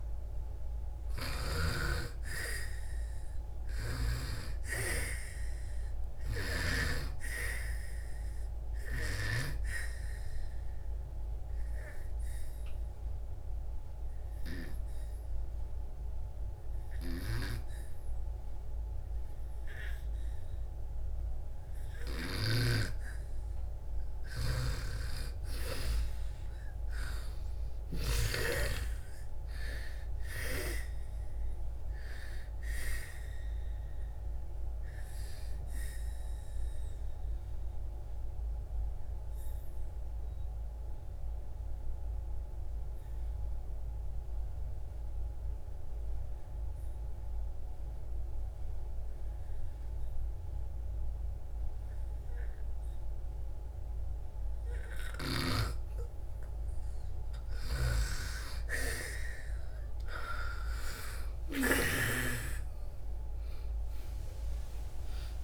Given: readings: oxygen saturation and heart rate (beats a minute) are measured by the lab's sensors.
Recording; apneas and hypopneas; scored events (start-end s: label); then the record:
breathing in sleep by a room microphone; 2
0.00-1.50 s: arousal
3.00-20.00 s: oxygen desaturation (device-marked, oxygen 97% before, 89% lowest)
11.00-21.50 s: obstructive apnea (oxygen 97% before, 84% lowest)
22.00-48.00 s: oxygen desaturation (device-marked, oxygen 95% before, 85% lowest)
24.50-29.00 s: arousal
36.50-55.00 s: mixed apnea (oxygen 95% before, 84% lowest)
59.50-65.44 s: arousal
61.00-65.44 s: oxygen desaturation (device-marked, oxygen 97% before, 87% lowest)
From the record:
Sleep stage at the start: N2 (light sleep); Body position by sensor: on the back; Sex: female